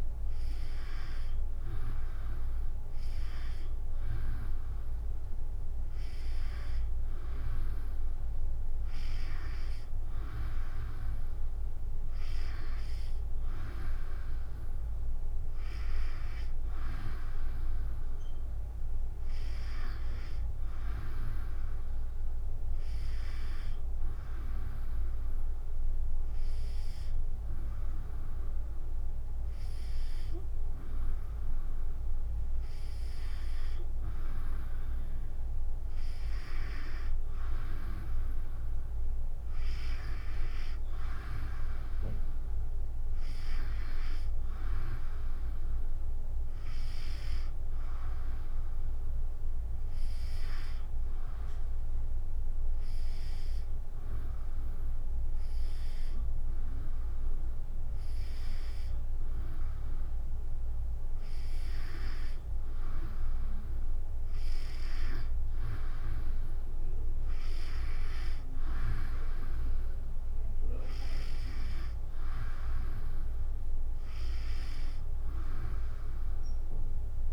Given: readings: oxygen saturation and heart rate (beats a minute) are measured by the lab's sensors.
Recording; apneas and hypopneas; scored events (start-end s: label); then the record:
breathing in sleep by a room microphone; 1
51.00-61.00 s: hypopnea (oxygen 94% before, 92% lowest, heart rate 75 before, 66 extreme, up 3 after)
From the record:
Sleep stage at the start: N2 (light sleep); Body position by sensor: on the back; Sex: female